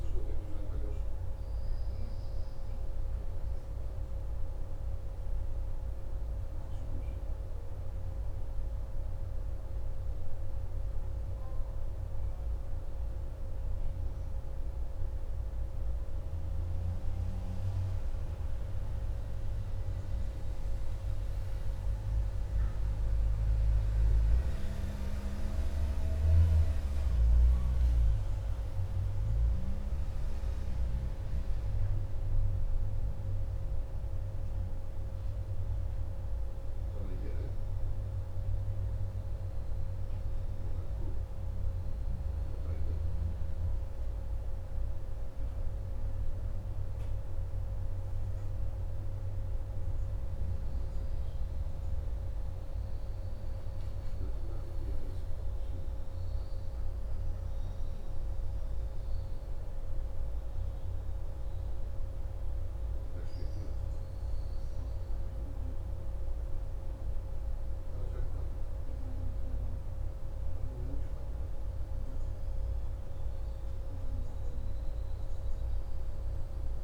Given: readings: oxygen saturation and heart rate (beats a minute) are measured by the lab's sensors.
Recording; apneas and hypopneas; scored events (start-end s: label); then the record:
a person partly awake in a sleep study, hard to hear, by a room microphone; 1
30.00-76.84 s: new sleep stage, N1 (lightest sleep)
31.00-46.50 s: obstructive apnea (oxygen 98% before, 93% lowest, heart rate 36 before, 28 extreme, up 2 after)
49.50-53.50 s: arousal
From the record:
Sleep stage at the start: awake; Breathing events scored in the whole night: 160 in 3.0 hours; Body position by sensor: on the back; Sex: male